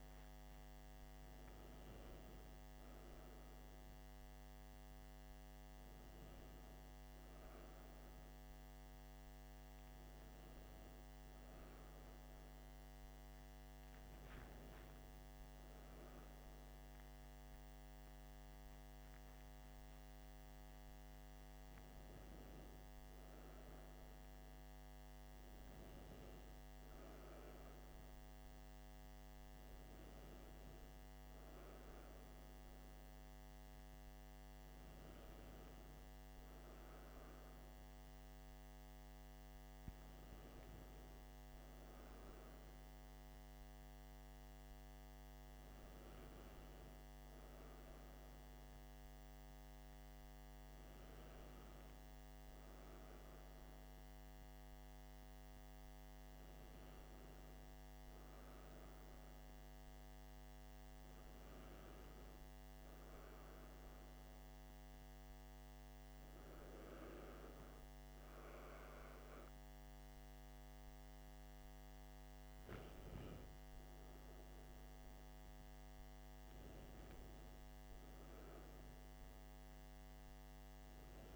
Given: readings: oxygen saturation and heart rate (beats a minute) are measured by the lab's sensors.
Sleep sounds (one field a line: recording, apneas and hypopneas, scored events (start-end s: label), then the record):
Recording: a person partly awake in a sleep study, hard to hear, by a microphone on the trachea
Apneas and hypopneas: none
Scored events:
6.00-81.36 s: new sleep stage, N1 (lightest sleep)
From the record:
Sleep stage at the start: awake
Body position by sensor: on the back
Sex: male